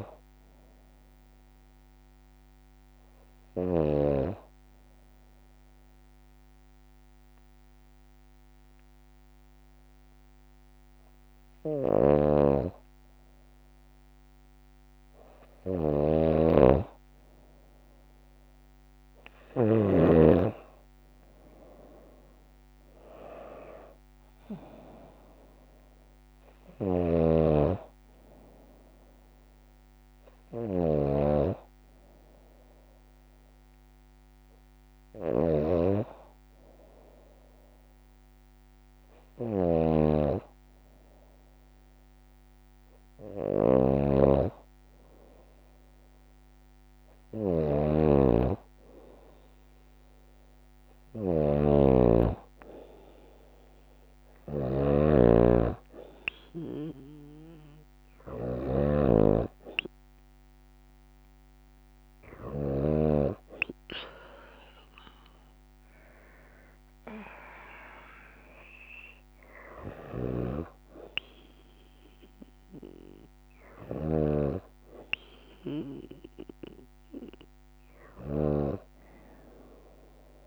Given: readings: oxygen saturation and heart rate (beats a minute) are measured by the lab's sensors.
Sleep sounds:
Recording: breathing in sleep by a microphone on the trachea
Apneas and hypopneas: 1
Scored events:
3.00-15.00 s: hypopnea (oxygen 94% before, 93% lowest, heart rate 59 before, 55 extreme, up 3 after)
11.00-19.50 s: snoring (device-marked)
19.50-23.00 s: arousal
25.00-44.00 s: oxygen desaturation (device-marked, oxygen 97% before, 93% lowest, heart rate 58 before, 55 extreme)
26.00-62.00 s: snoring (device-marked)
73.00-80.47 s: snoring (device-marked)
From the record:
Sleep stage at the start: N2 (light sleep)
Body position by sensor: on the left side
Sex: female

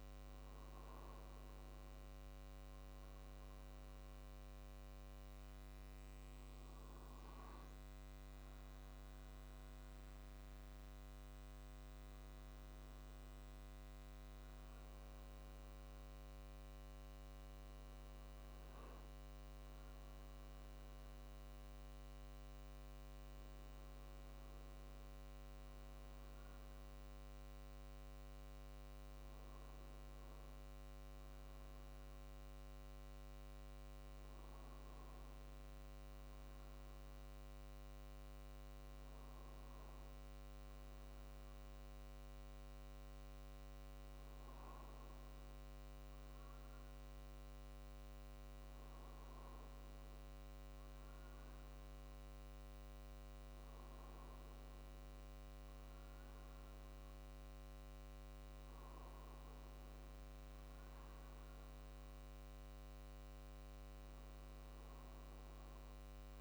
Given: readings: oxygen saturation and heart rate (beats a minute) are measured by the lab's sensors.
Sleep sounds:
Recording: breathing in sleep, hard to hear, by a microphone on the trachea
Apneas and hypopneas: none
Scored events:
none scored
From the record:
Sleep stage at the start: N1 (lightest sleep)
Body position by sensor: on the right side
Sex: male

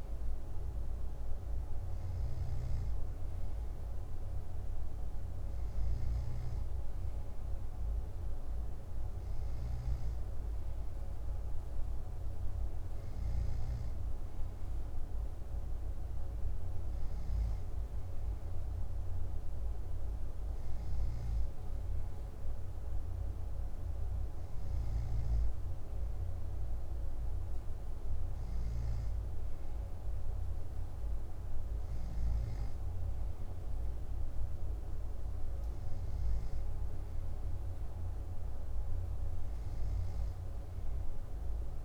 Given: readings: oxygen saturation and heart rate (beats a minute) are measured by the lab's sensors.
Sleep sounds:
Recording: breathing in sleep, hard to hear, by a room microphone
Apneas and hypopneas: none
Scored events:
none scored
From the record:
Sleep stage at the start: N2 (light sleep)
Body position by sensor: on the back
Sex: male

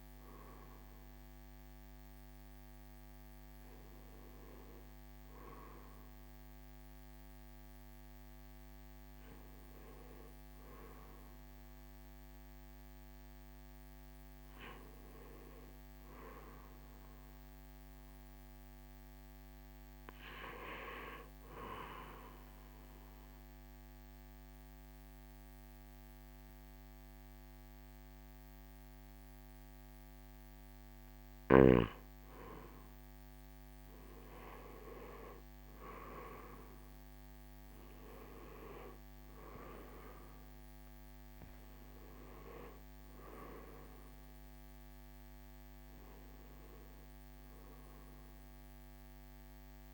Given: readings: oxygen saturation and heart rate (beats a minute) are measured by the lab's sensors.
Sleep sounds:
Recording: a person partly awake in a sleep study, by a microphone on the trachea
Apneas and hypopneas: 1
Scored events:
0.00-5.50 s: oxygen desaturation (device-marked, oxygen 91% lowest, heart rate 61 extreme)
14.50-49.94 s: new sleep stage, N1 (lightest sleep)
21.50-33.50 s: obstructive apnea (oxygen 98% before, 90% lowest, heart rate 68 before, 61 extreme, up 5 after)
35.50-40.00 s: arousal
35.50-49.94 s: oxygen desaturation (device-marked, oxygen 95% before, 90% lowest, heart rate 63 before, 60 extreme)
From the record:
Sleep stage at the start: awake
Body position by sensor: on the right side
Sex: male

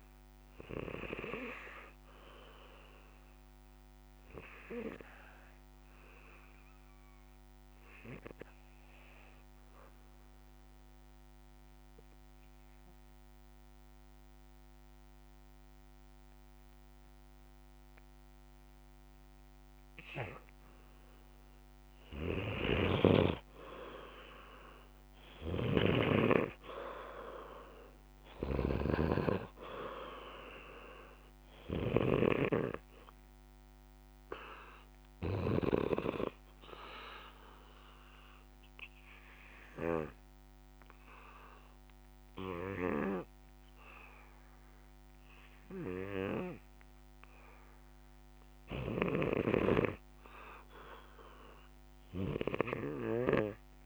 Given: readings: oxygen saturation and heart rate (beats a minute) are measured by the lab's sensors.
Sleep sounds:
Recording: breathing in sleep by a microphone on the trachea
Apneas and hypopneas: 2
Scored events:
7.00-22.50 s: obstructive apnea (oxygen 98% before, 91% lowest, heart rate 68 before, 63 extreme, up 6 after)
23.50-43.50 s: oxygen desaturation (device-marked, oxygen 98% before, 91% lowest, heart rate 65 before, 65 extreme)
24.00-27.50 s: arousal
25.50-36.00 s: snoring (device-marked)
35.50-49.00 s: obstructive apnea (oxygen 98% before, 88% lowest, heart rate 68 before, 65 extreme)
50.50-53.86 s: arousal
From the record:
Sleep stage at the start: N2 (light sleep)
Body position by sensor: on the back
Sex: male

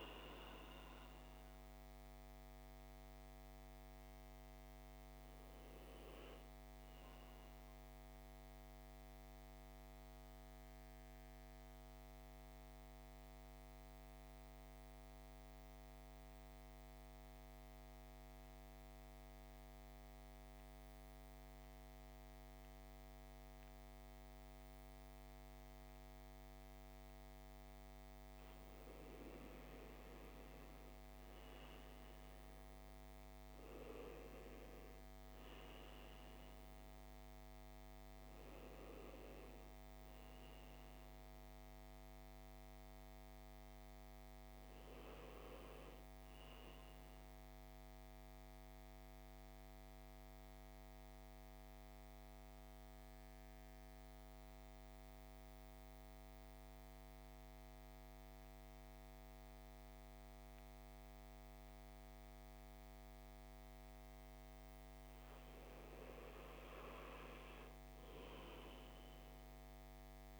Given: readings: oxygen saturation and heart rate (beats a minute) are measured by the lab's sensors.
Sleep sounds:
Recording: breathing in sleep, hard to hear, by a microphone on the trachea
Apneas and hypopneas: 2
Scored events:
0.00-13.00 s: oxygen desaturation (device-marked, oxygen 87% lowest, heart rate 57 extreme)
8.50-27.50 s: central apnea (oxygen 100% before, 87% lowest, heart rate 66 before, 57 extreme, up 12 after)
30.00-34.00 s: arousal
32.00-47.00 s: oxygen desaturation (device-marked, oxygen 98% before, 87% lowest, heart rate 59 before, 56 extreme)
47.00-65.00 s: central apnea (oxygen 99% before, 90% lowest, heart rate 65 before, 56 extreme, up 4 after)
From the record:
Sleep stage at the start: N1 (lightest sleep)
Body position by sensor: on the back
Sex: male

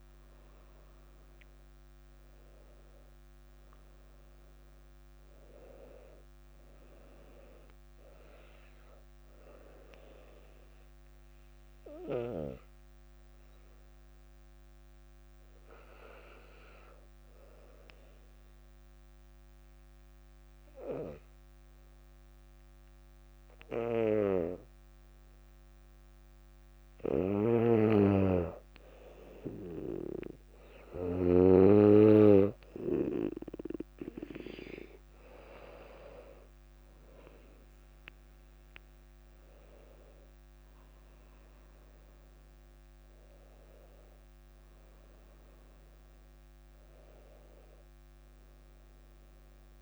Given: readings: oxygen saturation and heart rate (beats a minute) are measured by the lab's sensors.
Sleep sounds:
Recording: breathing in sleep by a microphone on the trachea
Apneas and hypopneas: 1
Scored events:
11.50-27.50 s: hypopnea (oxygen 99% before, 94% lowest, heart rate 62 before, 56 extreme, up 6 after)
27.00-31.50 s: snoring (device-marked)
31.50-48.50 s: oxygen desaturation (device-marked, oxygen 99% before, 94% lowest, heart rate 57 before, 58 extreme)
36.00-42.00 s: arousal
From the record:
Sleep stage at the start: N2 (light sleep)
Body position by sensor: on the back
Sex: female

